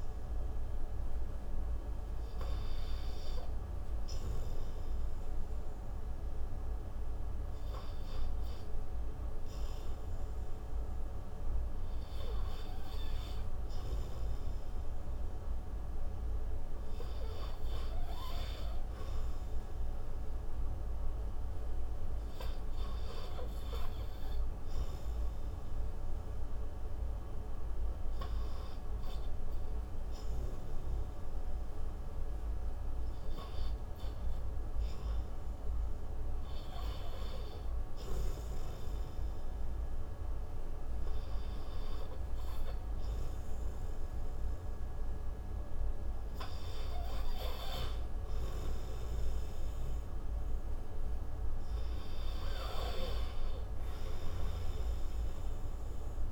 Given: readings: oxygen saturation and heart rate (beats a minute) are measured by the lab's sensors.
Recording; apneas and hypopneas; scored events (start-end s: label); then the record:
breathing in sleep, hard to hear, by a room microphone; 1
0.00-25.00 s: oxygen desaturation (device-marked, oxygen 76% lowest)
28.50-46.00 s: hypopnea (oxygen 84% before, 83% lowest)
49.50-53.00 s: arousal
From the record:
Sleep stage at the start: REM sleep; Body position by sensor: on the right side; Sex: male